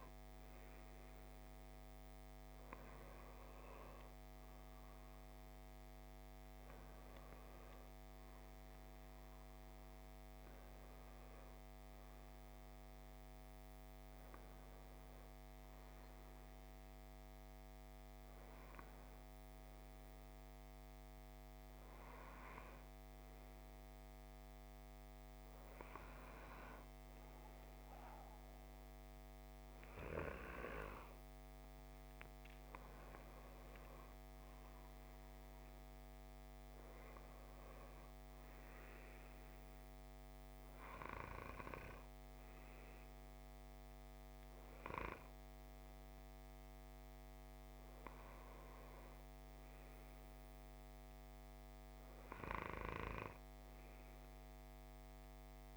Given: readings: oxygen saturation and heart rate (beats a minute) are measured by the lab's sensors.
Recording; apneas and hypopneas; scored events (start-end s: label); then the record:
breathing in sleep by a microphone on the trachea; none
2.50-8.50 s: arousal
32.00-36.50 s: arousal
From the record:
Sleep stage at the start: N2 (light sleep); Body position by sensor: on the left side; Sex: male